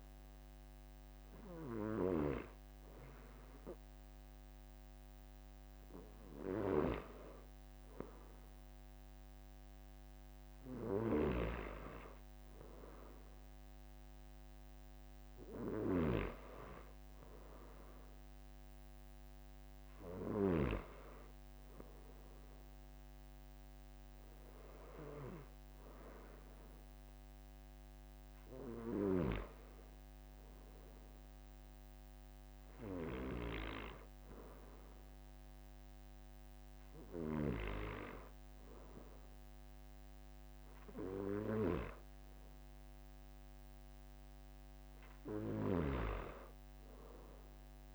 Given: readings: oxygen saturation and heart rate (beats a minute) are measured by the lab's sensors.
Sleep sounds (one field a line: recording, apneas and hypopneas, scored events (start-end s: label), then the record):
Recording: breathing in sleep by a microphone on the trachea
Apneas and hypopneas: none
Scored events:
15.00-17.00 s: long interval between heartbeats (device-marked, heart rate 48 before, 56 extreme)
43.50-45.50 s: long interval between heartbeats (device-marked, heart rate 48 before, 58 extreme)
From the record:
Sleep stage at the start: N2 (light sleep)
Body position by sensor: on the back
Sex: male